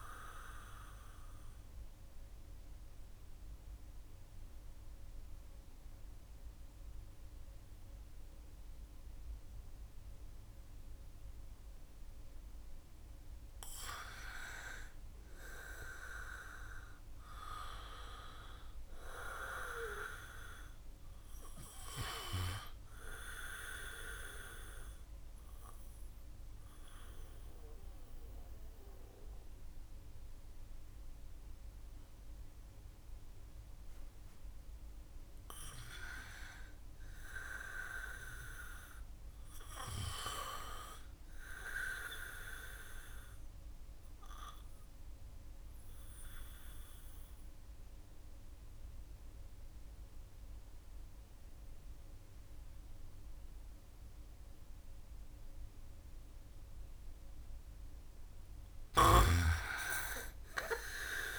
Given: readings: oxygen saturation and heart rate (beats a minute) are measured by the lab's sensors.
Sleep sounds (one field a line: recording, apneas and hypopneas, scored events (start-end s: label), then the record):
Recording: breathing in sleep by a room microphone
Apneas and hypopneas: 3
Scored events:
0.00-11.50 s: oxygen desaturation (device-marked, oxygen 90% lowest, heart rate 63 extreme)
0.50-13.00 s: obstructive apnea (oxygen 95% before, 87% lowest, heart rate 64 before, 63 extreme, up 4 after)
16.50-19.50 s: arousal
18.50-34.50 s: oxygen desaturation (device-marked, oxygen 95% before, 89% lowest, heart rate 65 before, 61 extreme)
24.00-34.00 s: obstructive apnea (oxygen 95% before, 86% lowest, heart rate 65 before, 61 extreme, up 4 after)
35.50-38.50 s: arousal
42.50-57.50 s: oxygen desaturation (device-marked, oxygen 96% before, 92% lowest, heart rate 65 before, 61 extreme)
43.00-56.50 s: obstructive apnea (oxygen 96% before, 83% lowest, heart rate 65 before, 61 extreme, up 6 after)
57.50-61.39 s: arousal
59.50-61.39 s: oxygen desaturation (device-marked, oxygen 95% before, 86% lowest, heart rate 63 before, 61 extreme)
From the record:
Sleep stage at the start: N2 (light sleep)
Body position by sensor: on the back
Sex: male